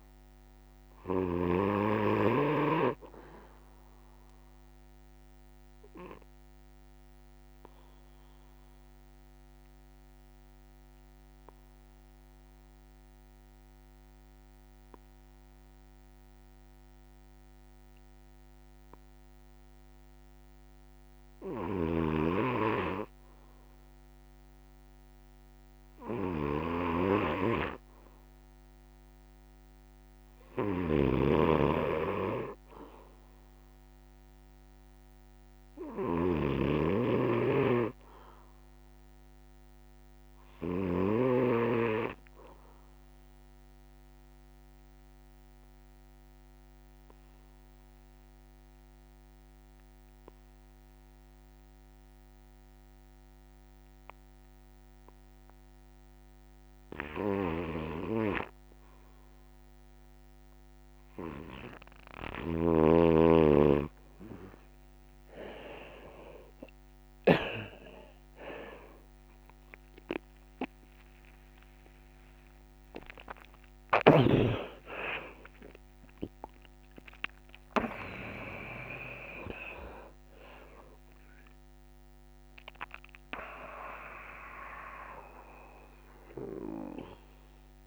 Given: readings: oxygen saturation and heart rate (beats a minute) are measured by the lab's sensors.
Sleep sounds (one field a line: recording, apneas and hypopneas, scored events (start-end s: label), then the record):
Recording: breathing in sleep by a microphone on the trachea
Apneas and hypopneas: 2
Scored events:
0.00-1.50 s: snoring (device-marked)
0.00-25.00 s: oxygen desaturation (device-marked, oxygen 86% lowest)
1.00-22.50 s: obstructive apnea (oxygen 95% before, 81% lowest)
21.00-41.00 s: snoring (device-marked)
32.00-64.00 s: oxygen desaturation (device-marked, oxygen 92% before, 81% lowest)
40.00-61.00 s: obstructive apnea (oxygen 92% before, 81% lowest)
57.00-67.00 s: snoring (device-marked)
79.00-87.87 s: oxygen desaturation (device-marked, oxygen 90% before, 81% lowest)
84.00-87.87 s: new sleep stage, N2 (light sleep)
From the record:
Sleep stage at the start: N1 (lightest sleep)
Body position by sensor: on the back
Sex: male